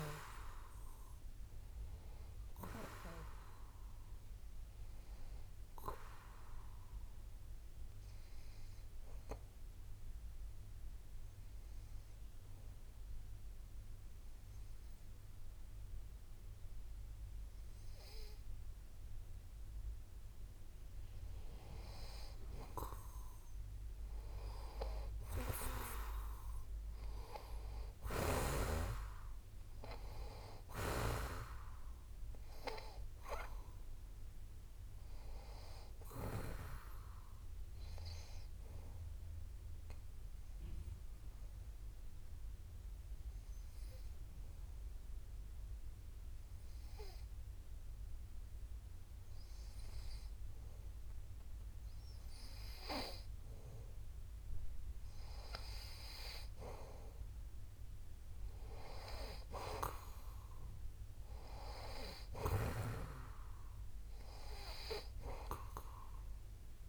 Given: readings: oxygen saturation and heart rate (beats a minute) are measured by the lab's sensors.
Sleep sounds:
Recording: breathing in sleep by a room microphone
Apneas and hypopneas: 2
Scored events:
4.50-20.50 s: obstructive apnea (oxygen 94% before, 91% lowest)
25.50-30.00 s: arousal
28.50-47.50 s: oxygen desaturation (device-marked, oxygen 95% before, 91% lowest)
40.00-53.50 s: obstructive apnea (oxygen 95% before, 91% lowest)
57.50-60.50 s: arousal
59.50-66.89 s: oxygen desaturation (device-marked, oxygen 95% before, 91% lowest)
From the record:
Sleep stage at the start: N2 (light sleep)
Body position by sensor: on the back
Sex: male

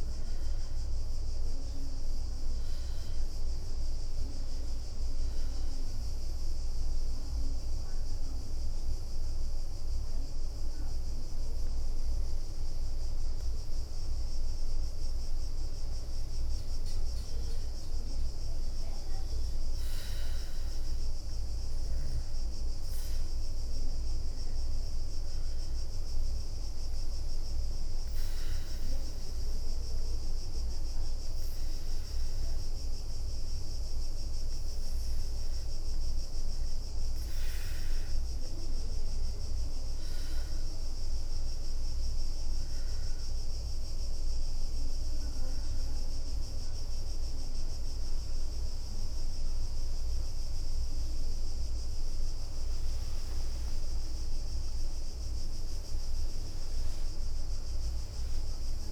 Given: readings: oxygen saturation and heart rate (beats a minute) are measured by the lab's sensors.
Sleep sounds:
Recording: a person partly awake in a sleep study, hard to hear, by a room microphone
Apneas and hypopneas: 2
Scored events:
0.00-1.00 s: arousal
3.50-13.50 s: obstructive apnea (oxygen 98% before, 92% lowest, heart rate 68 before, 62 extreme, up 7 after)
10.00-12.00 s: leg movement (device-marked)
15.50-19.50 s: arousal
26.00-27.50 s: leg movement (device-marked)
26.50-38.00 s: hypopnea (oxygen 98% before, 92% lowest, heart rate 66 before, 66 extreme, up 10 after)
40.00-58.92 s: new sleep stage, awake
43.00-58.92 s: oxygen desaturation (device-marked, oxygen 96% before, 92% lowest, heart rate 70 before, 67 extreme)
51.50-58.92 s: leg movement (device-marked)
52.50-54.50 s: long interval between heartbeats (device-marked, heart rate 71 before, 76 extreme)
57.50-58.92 s: long interval between heartbeats (device-marked, heart rate 74 before, 90 extreme)
From the record:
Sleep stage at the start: N2 (light sleep)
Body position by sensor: on the back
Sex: female

